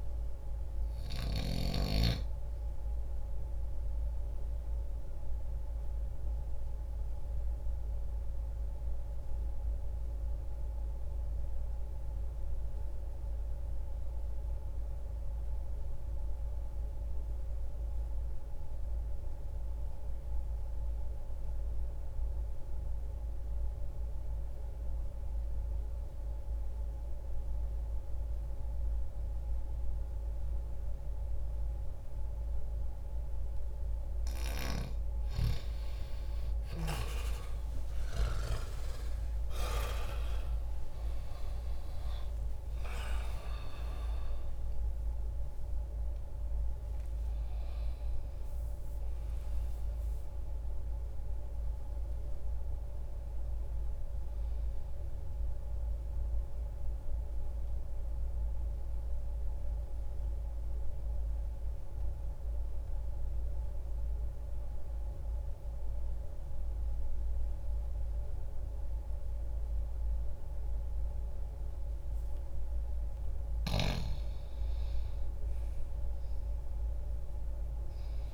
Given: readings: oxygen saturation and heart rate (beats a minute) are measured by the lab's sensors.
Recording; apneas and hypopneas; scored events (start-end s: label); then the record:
breathing in sleep by a room microphone; 2
0.00-25.50 s: oxygen desaturation (device-marked, oxygen 84% lowest, heart rate 60 extreme)
2.50-34.00 s: obstructive apnea (oxygen 99% before, 83% lowest, heart rate 60 before, 60 extreme, up 59 after)
27.50-53.50 s: oxygen desaturation (device-marked, oxygen 97% before, 88% lowest, heart rate 60 before, 60 extreme)
36.50-41.50 s: arousal
55.50-72.50 s: mixed apnea (oxygen 97% before, 83% lowest, heart rate 94 before, 60 extreme, up 10 after)
63.50-69.50 s: oxygen desaturation (device-marked, oxygen 90% before, 83% lowest, heart rate 86 before, 60 extreme)
75.50-78.34 s: arousal
From the record:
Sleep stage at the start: N2 (light sleep); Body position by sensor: on the left side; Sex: male